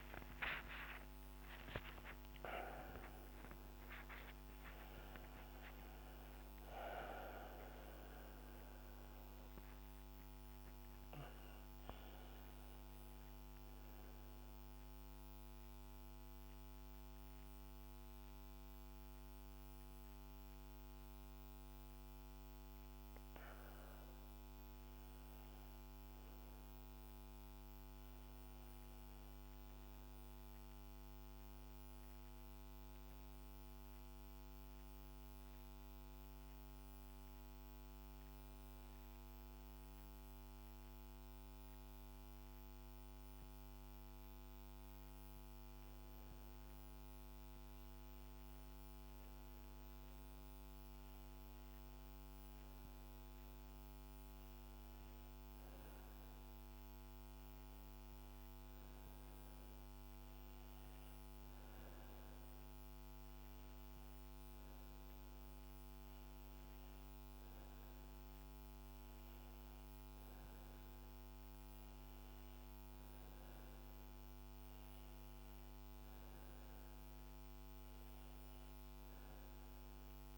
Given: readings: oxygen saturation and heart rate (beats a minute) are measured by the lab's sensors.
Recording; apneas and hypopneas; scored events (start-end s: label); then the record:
a person awake in a sleep study, hard to hear, by a microphone on the trachea; none
35.50-46.50 s: oxygen desaturation (device-marked, oxygen 100% before, 97% lowest, heart rate 70 before, 69 extreme)
77.50-80.37 s: new sleep stage, N1 (lightest sleep)
From the record:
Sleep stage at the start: awake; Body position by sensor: on the back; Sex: female